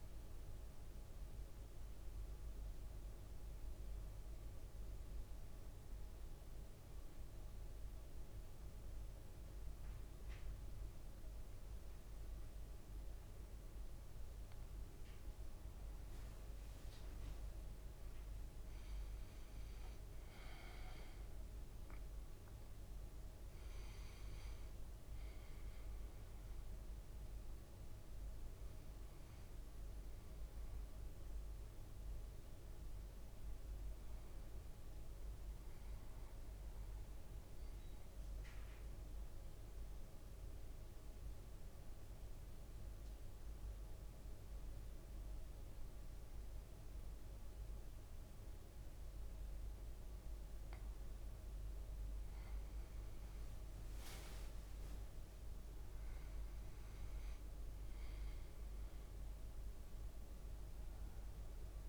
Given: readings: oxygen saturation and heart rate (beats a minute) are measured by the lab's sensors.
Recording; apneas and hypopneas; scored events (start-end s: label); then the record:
breathing in sleep, hard to hear, by a room microphone; 2
0.50-14.00 s: central apnea (oxygen 97% before, 94% lowest, heart rate 59 before, 54 extreme, up 6 after)
15.00-17.50 s: leg movement (device-marked)
16.50-21.50 s: arousal
37.00-52.00 s: mixed apnea (oxygen 99% before, 95% lowest, heart rate 59 before, 53 extreme, up 5 after)
52.50-55.50 s: leg movement (device-marked)
54.00-59.50 s: arousal
From the record:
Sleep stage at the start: N2 (light sleep); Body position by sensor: on the back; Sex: male